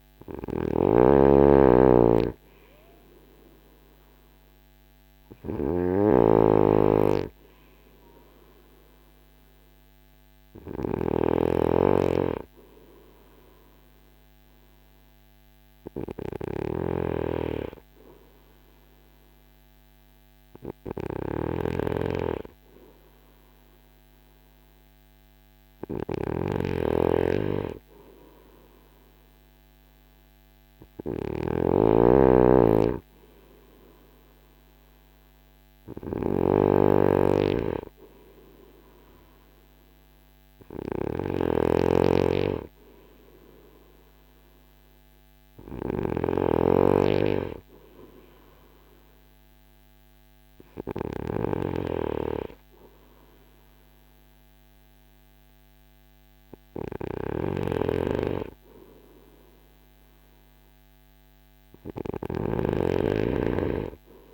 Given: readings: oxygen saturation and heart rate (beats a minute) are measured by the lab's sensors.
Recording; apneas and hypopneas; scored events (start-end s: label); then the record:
breathing in sleep by a microphone on the trachea; none
0.00-64.34 s: snoring (device-marked)
28.00-64.34 s: new sleep stage, N3 (deep sleep)
From the record:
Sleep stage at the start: N2 (light sleep); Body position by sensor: on the front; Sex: male